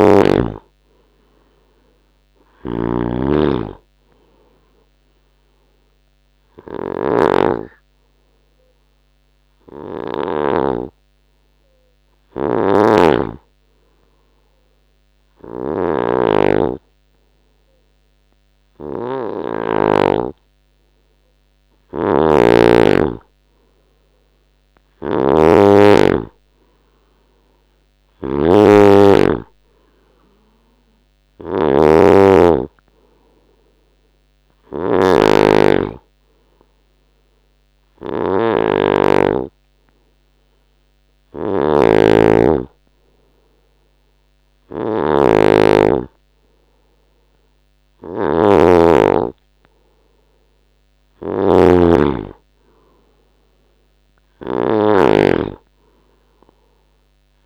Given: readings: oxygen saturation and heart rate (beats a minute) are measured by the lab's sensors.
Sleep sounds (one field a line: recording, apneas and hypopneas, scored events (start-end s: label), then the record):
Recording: breathing in sleep by a microphone on the trachea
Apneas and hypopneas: 1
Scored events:
0.00-10.50 s: snoring (device-marked)
6.00-21.00 s: hypopnea (oxygen 95% before, 93% lowest, heart rate 76 before, 72 extreme, up 3 after)
12.50-57.46 s: snoring (device-marked)
23.00-26.50 s: arousal
26.00-47.00 s: oxygen desaturation (device-marked, oxygen 96% before, 93% lowest, heart rate 74 before, 72 extreme)
From the record:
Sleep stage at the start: N2 (light sleep)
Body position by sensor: on the right side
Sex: male